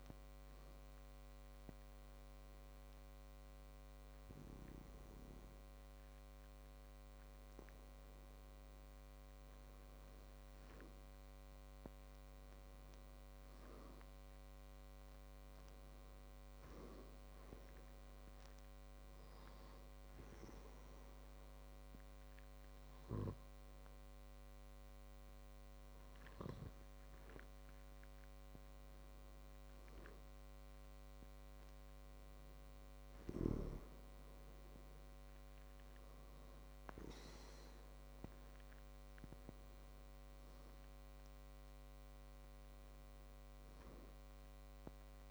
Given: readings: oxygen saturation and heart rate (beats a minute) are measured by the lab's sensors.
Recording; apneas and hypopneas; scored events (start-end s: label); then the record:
breathing in sleep by a microphone on the trachea; 2
0.50-11.50 s: obstructive apnea (oxygen 98% before, 95% lowest, heart rate 66 before, 58 extreme, up 8 after)
14.00-17.50 s: arousal
19.00-29.50 s: obstructive apnea (oxygen 97% before, 94% lowest, heart rate 62 before, 61 extreme, up 6 after)
32.00-36.00 s: arousal
From the record:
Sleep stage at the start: N2 (light sleep); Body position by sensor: on the back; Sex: male